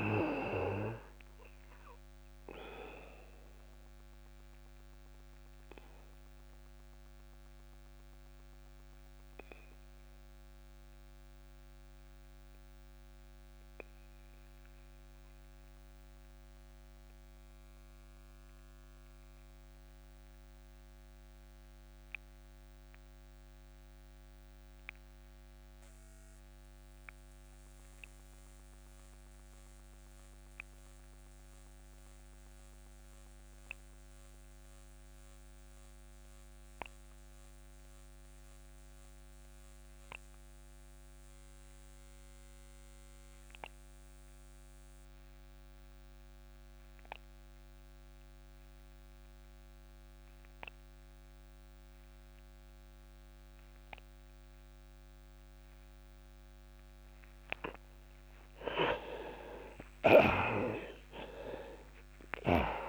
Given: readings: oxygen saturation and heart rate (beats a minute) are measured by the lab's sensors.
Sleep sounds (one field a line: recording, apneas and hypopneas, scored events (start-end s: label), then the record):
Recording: breathing in sleep by a microphone on the trachea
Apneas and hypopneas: 1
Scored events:
0.00-23.50 s: oxygen desaturation (device-marked, oxygen 89% lowest)
2.00-55.50 s: obstructive apnea (oxygen 100% before, 80% lowest)
7.50-62.89 s: new sleep stage, REM sleep
40.50-62.89 s: oxygen desaturation (device-marked, oxygen 98% before, 80% lowest)
58.50-62.89 s: arousal
From the record:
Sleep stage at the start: N2 (light sleep)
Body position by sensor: on the back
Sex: male